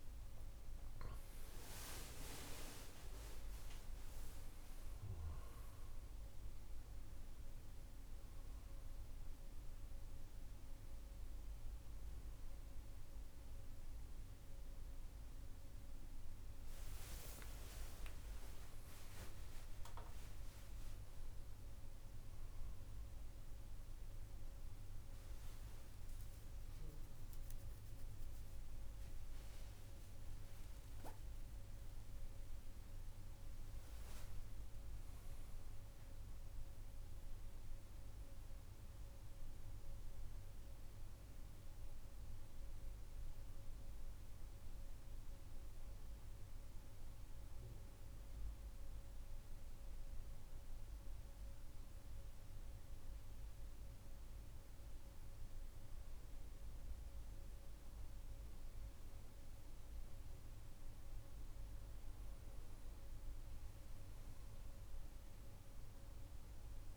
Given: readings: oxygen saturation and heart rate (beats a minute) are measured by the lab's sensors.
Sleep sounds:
breathing in sleep by a room microphone; 1
0.00-1.50 s: oxygen desaturation (device-marked, oxygen 91% lowest, heart rate 67 extreme)
3.50-15.50 s: oxygen desaturation (device-marked, oxygen 94% before, 90% lowest, heart rate 74 before, 70 extreme)
29.50-34.00 s: arousal
39.50-55.50 s: mixed apnea (oxygen 98% before, 92% lowest, heart rate 80 before, 63 extreme, up 8 after)
55.50-66.97 s: oxygen desaturation (device-marked, oxygen 96% before, 92% lowest, heart rate 67 before, 66 extreme)
58.00-63.00 s: arousal
From the record:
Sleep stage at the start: N2 (light sleep); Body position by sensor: on the right side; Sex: male

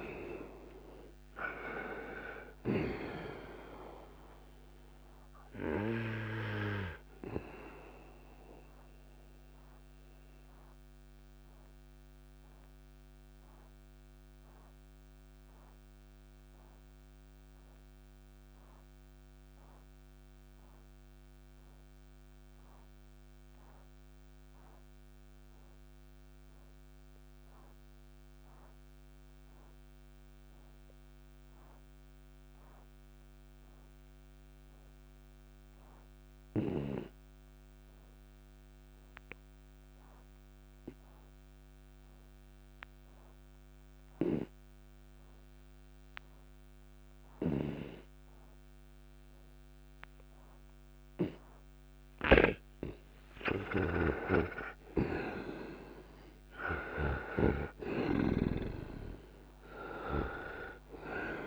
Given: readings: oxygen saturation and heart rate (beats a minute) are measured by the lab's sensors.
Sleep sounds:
breathing in sleep by a microphone on the trachea; 1
0.00-26.00 s: oxygen desaturation (device-marked, oxygen 88% lowest, heart rate 57 extreme)
9.50-51.00 s: obstructive apnea (oxygen 98% before, 82% lowest, heart rate 72 before, 57 extreme, up 18 after)
36.00-61.47 s: oxygen desaturation (device-marked, oxygen 99% before, 82% lowest, heart rate 60 before, 58 extreme)
52.00-57.00 s: snoring (device-marked)
52.50-57.00 s: arousal
From the record:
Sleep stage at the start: N2 (light sleep); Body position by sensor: on the right side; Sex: male

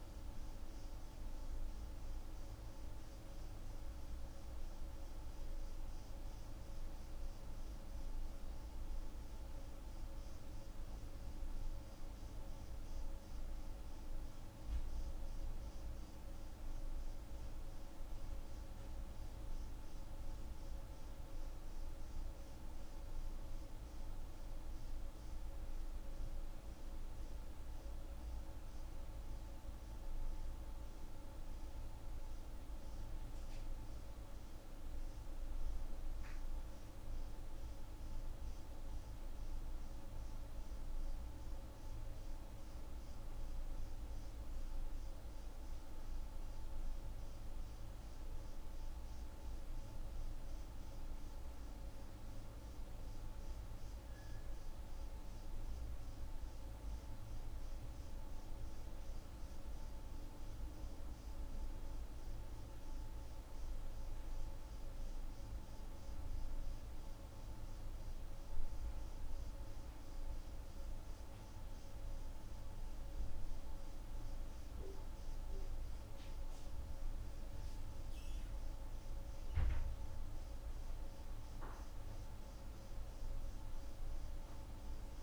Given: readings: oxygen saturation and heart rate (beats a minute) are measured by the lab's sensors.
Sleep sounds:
breathing in sleep, hard to hear, by a room microphone; none
none scored
From the record:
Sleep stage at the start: N1 (lightest sleep); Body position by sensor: on the right side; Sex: female

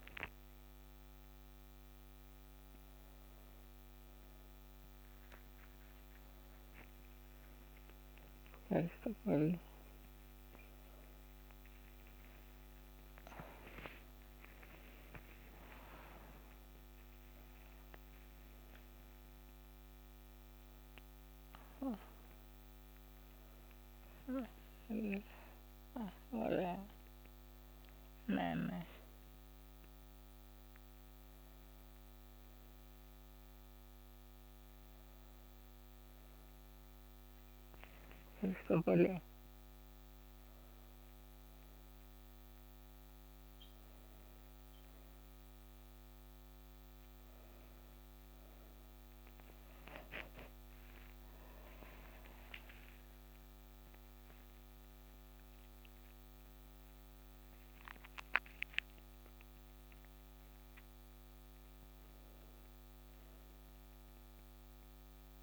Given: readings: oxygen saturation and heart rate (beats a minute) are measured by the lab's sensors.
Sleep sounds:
a person awake in a sleep study, by a microphone on the trachea; none
58.00-65.42 s: new sleep stage, N2 (light sleep)
From the record:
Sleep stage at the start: awake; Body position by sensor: on the back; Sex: female

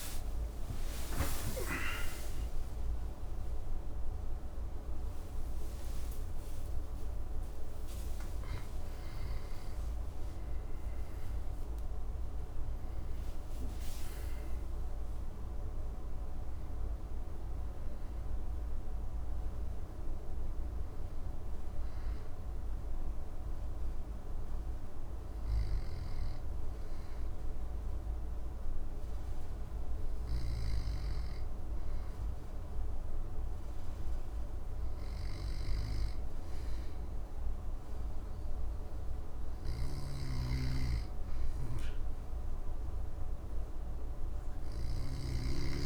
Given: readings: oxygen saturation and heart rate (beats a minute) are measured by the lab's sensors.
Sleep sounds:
breathing in sleep, hard to hear, by a room microphone; none
0.00-3.50 s: arousal
0.00-20.00 s: oxygen desaturation (device-marked, oxygen 89% lowest, heart rate 62 extreme)
39.50-45.00 s: snoring (device-marked)
From the record:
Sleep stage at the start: N2 (light sleep); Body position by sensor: on the back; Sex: male

